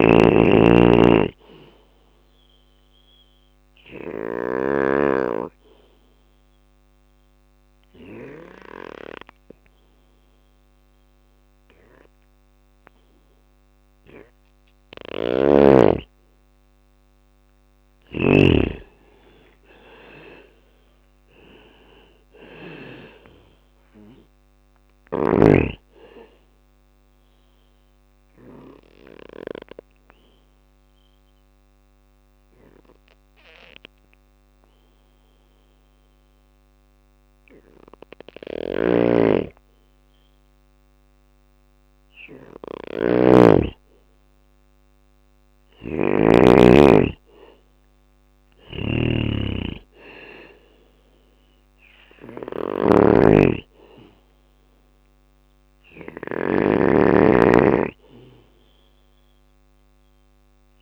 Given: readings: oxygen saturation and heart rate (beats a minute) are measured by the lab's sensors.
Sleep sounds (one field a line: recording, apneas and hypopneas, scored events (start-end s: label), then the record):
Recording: breathing in sleep by a microphone on the trachea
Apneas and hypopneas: 2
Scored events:
0.00-3.50 s: snoring (device-marked)
1.50-8.50 s: bradycardia (device-marked, heart rate 60 before, 58 extreme)
1.50-13.50 s: obstructive apnea (oxygen 99% before, 91% lowest, heart rate 61 before, 59 extreme, up 9 after)
14.00-22.00 s: snoring (device-marked)
15.50-28.50 s: drop in pulse transit time (device-marked, heart rate 60 before, 60 extreme)
17.00-21.50 s: arousal
27.50-39.50 s: obstructive apnea (oxygen 95% before, 91% lowest, heart rate 63 before, 58 extreme, up 3 after)
31.50-38.50 s: bradycardia (device-marked, heart rate 61 before, 59 extreme)
34.50-42.50 s: oxygen desaturation (device-marked, oxygen 94% before, 91% lowest, heart rate 63 before, 58 extreme)
37.50-60.82 s: snoring (device-marked)
48.50-53.00 s: arousal
55.50-60.82 s: bradycardia (device-marked, heart rate 61 before, 58 extreme)
From the record:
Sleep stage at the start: N2 (light sleep)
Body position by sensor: on the back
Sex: male